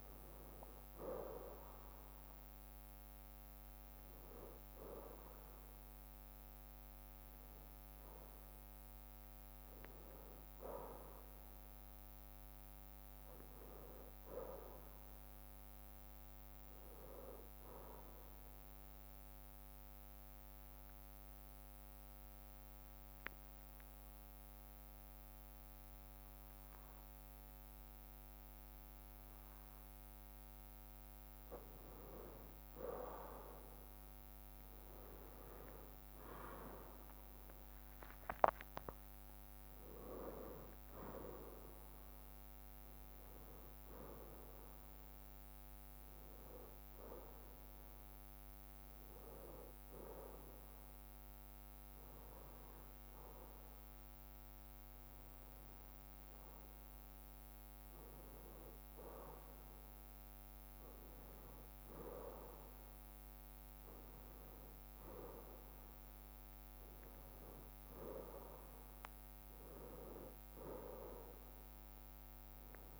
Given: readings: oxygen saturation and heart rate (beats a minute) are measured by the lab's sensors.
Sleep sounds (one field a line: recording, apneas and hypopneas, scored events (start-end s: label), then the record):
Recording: breathing in sleep by a microphone on the trachea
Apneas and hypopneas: 2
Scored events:
0.00-9.50 s: oxygen desaturation (device-marked, oxygen 91% lowest, heart rate 64 extreme)
13.00-16.00 s: arousal
18.00-30.50 s: obstructive apnea (oxygen 97% before, 93% lowest, heart rate 68 before, 63 extreme, up 4 after)
32.50-55.50 s: oxygen desaturation (device-marked, oxygen 96% before, 93% lowest, heart rate 66 before, 63 extreme)
35.50-40.00 s: arousal
35.50-49.50 s: drop in pulse transit time (device-marked, heart rate 66 before, 65 extreme)
48.50-58.50 s: hypopnea (oxygen 97% before, 93% lowest, heart rate 67 before, 64 extreme, up 4 after)
64.00-68.50 s: arousal
65.50-72.99 s: drop in pulse transit time (device-marked, heart rate 65 before, 67 extreme)
From the record:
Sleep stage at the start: N1 (lightest sleep)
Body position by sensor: on the right side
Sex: male